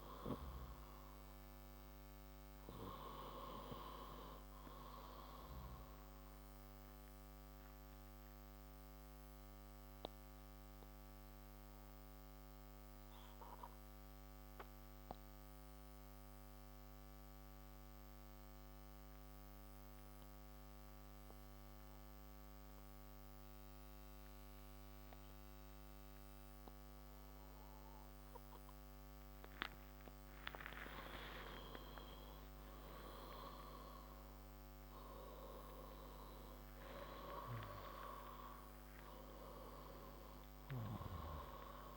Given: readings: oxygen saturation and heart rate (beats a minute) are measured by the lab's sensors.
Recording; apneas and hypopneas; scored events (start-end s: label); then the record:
breathing in sleep by a microphone on the trachea; 1
5.50-30.50 s: obstructive apnea (oxygen 98% before, 92% lowest, heart rate 63 before, 58 extreme)
31.50-37.00 s: arousal
40.00-41.97 s: oxygen desaturation (device-marked, oxygen 95% before, 92% lowest, heart rate 91 before, 57 extreme)
From the record:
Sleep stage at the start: N2 (light sleep); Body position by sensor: on the left side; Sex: male